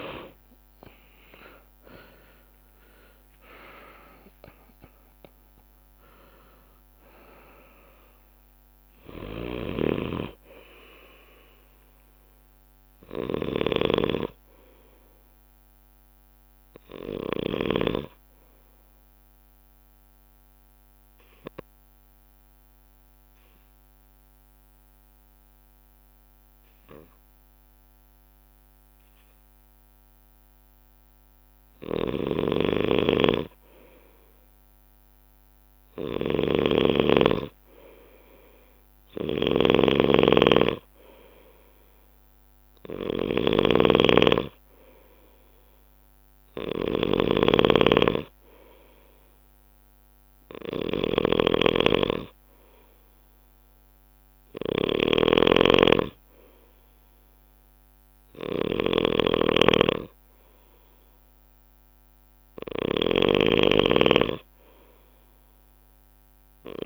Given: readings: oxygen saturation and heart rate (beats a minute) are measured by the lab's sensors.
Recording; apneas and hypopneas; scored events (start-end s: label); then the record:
breathing in sleep by a microphone on the trachea; 1
0.00-4.00 s: arousal
2.00-19.00 s: oxygen desaturation (device-marked, oxygen 95% before, 92% lowest)
9.00-17.50 s: snoring (device-marked)
19.00-31.50 s: obstructive apnea (oxygen 95% before, 92% lowest)
31.50-66.86 s: snoring (device-marked)
32.00-36.00 s: arousal
From the record:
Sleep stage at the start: N2 (light sleep); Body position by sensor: on the left side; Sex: male